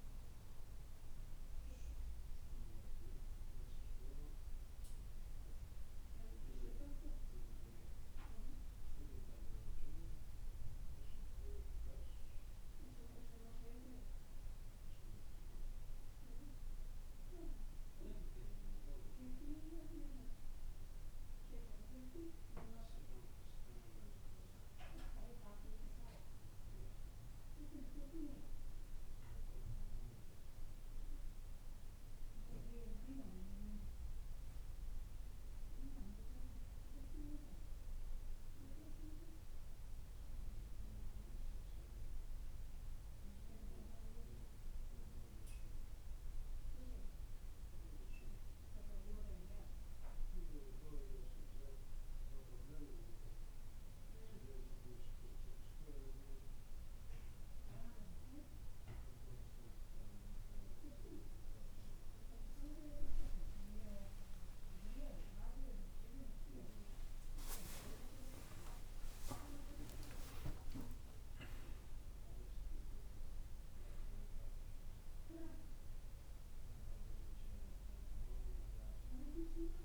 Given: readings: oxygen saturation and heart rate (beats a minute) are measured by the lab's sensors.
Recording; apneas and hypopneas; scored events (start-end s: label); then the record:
a person awake in a sleep study, by a room microphone; none
none scored
From the record:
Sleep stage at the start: awake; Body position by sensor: on the back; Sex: male